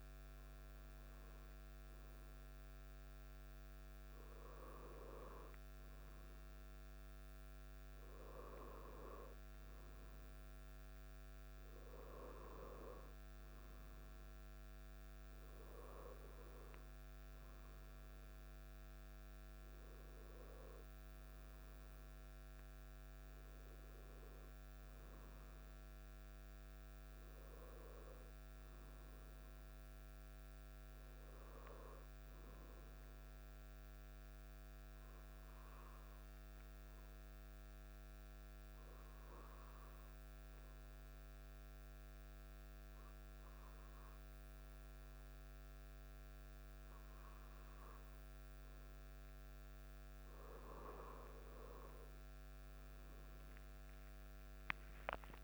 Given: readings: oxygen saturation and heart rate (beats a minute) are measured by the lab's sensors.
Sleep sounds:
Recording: breathing in sleep by a microphone on the trachea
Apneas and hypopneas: 1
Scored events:
30.00-50.50 s: obstructive apnea (oxygen 97% before, 95% lowest, heart rate 55 before, 48 extreme, up 9 after)
53.00-55.44 s: new sleep stage, awake
From the record:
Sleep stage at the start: N1 (lightest sleep)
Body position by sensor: on the back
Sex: male

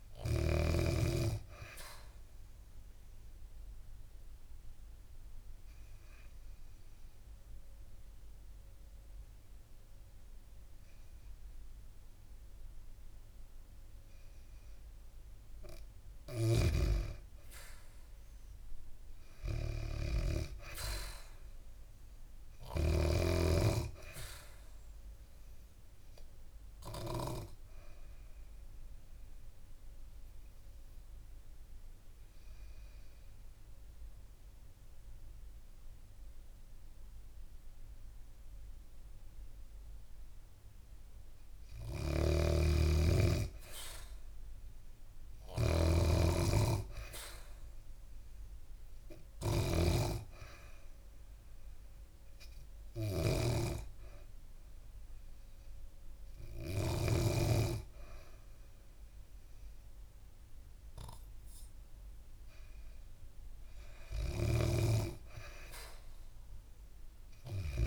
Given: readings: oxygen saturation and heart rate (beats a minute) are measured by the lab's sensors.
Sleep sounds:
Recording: breathing in sleep by a room microphone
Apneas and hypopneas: 3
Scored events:
0.50-14.50 s: oxygen desaturation (device-marked, oxygen 98% before, 93% lowest, heart rate 67 before, 64 extreme)
1.00-15.50 s: obstructive apnea (oxygen 98% before, 92% lowest, heart rate 67 before, 64 extreme, up 4 after)
16.00-23.00 s: snoring (device-marked)
17.50-20.50 s: arousal
21.50-39.50 s: oxygen desaturation (device-marked, oxygen 97% before, 93% lowest, heart rate 70 before, 64 extreme)
25.00-40.00 s: obstructive apnea (oxygen 97% before, 92% lowest, heart rate 70 before, 64 extreme, up 8 after)
41.50-56.50 s: snoring (device-marked)
42.50-46.50 s: arousal
49.50-64.50 s: oxygen desaturation (device-marked, oxygen 98% before, 92% lowest, heart rate 69 before, 68 extreme)
51.00-62.00 s: hypopnea (oxygen 98% before, 88% lowest, heart rate 69 before, 68 extreme, up 4 after)
64.00-67.50 s: arousal
64.00-67.87 s: snoring (device-marked)
From the record:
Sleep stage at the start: N2 (light sleep)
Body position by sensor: on the back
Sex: female

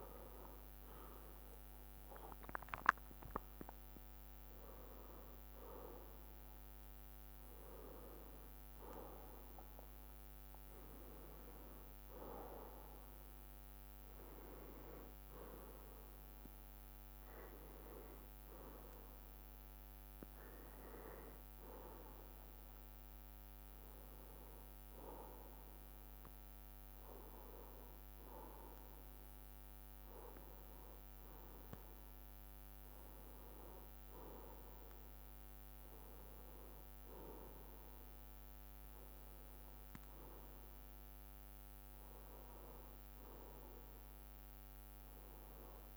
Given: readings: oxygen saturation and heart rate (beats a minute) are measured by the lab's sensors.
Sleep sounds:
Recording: a person awake in a sleep study, by a microphone on the trachea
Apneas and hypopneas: none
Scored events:
6.50-16.50 s: bradycardia (device-marked, heart rate 56 before, 58 extreme)
22.50-45.97 s: drop in pulse transit time (device-marked, heart rate 60 before, 60 extreme)
25.50-45.97 s: new sleep stage, N1 (lightest sleep)
From the record:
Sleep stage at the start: awake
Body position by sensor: on the left side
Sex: male

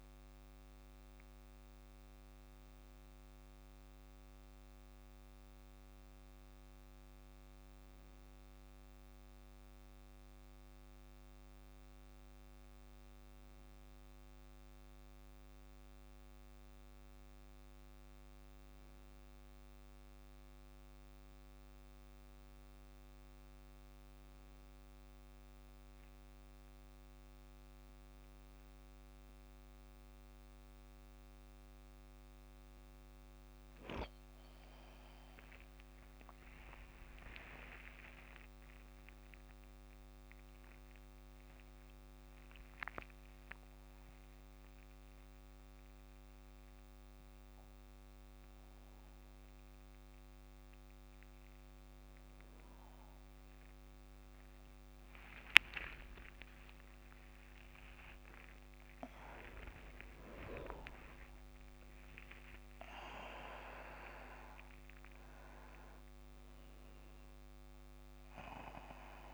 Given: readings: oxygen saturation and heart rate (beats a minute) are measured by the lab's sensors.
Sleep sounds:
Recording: a person awake in a sleep study, by a microphone on the trachea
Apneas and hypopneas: none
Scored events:
2.50-4.50 s: long interval between heartbeats (device-marked, heart rate 51 before, 55 extreme)
23.00-69.34 s: new sleep stage, awake
30.00-32.00 s: long interval between heartbeats (device-marked, heart rate 57 before, 59 extreme)
37.50-39.50 s: long interval between heartbeats (device-marked, heart rate 54 before, 32 extreme)
48.50-50.50 s: long interval between heartbeats (device-marked, heart rate 51 before, 72 extreme)
55.00-59.00 s: tachycardia (device-marked, heart rate 49 before, 109 extreme)
From the record:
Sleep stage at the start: N2 (light sleep)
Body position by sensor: on the back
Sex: male

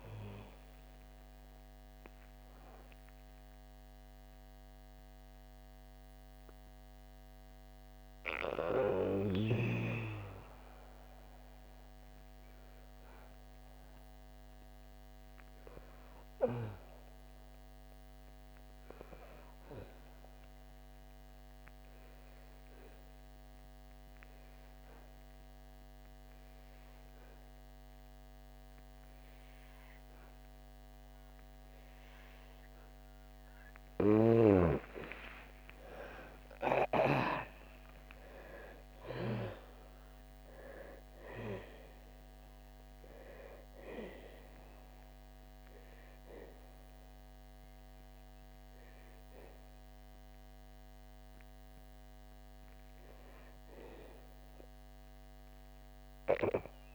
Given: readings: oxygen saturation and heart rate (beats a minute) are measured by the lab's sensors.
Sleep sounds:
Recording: breathing in sleep by a microphone on the trachea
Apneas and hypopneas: 1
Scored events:
2.00-21.00 s: oxygen desaturation (device-marked, oxygen 89% before, 77% lowest, heart rate 84 before, 27 extreme)
4.50-34.00 s: mixed apnea (oxygen 98% before, 77% lowest)
32.00-56.95 s: oxygen desaturation (device-marked, oxygen 100% before, 85% lowest)
35.00-39.50 s: arousal
From the record:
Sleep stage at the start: N2 (light sleep)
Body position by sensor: on the back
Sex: female

